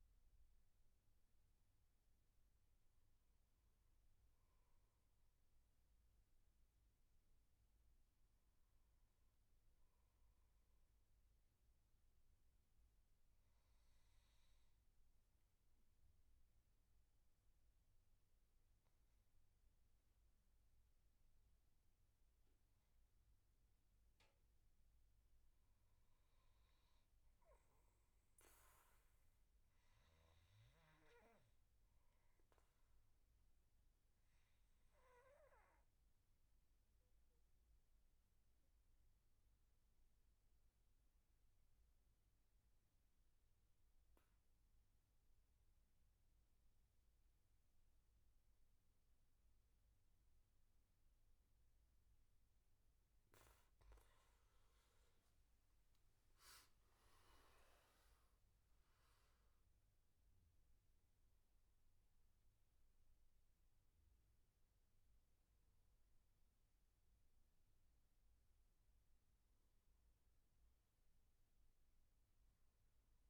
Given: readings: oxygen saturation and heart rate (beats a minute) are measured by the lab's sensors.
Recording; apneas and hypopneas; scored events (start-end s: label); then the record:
breathing in sleep, hard to hear, by a room microphone; 1
0.00-8.50 s: oxygen desaturation (device-marked, oxygen 94% lowest, heart rate 73 extreme)
26.00-29.00 s: arousal
31.50-51.50 s: obstructive apnea (oxygen 99% before, 91% lowest, heart rate 76 before, 72 extreme, up 12 after)
49.50-68.50 s: oxygen desaturation (device-marked, oxygen 96% before, 91% lowest, heart rate 78 before, 70 extreme)
52.00-55.50 s: arousal
From the record:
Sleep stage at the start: N2 (light sleep); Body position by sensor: on the back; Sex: male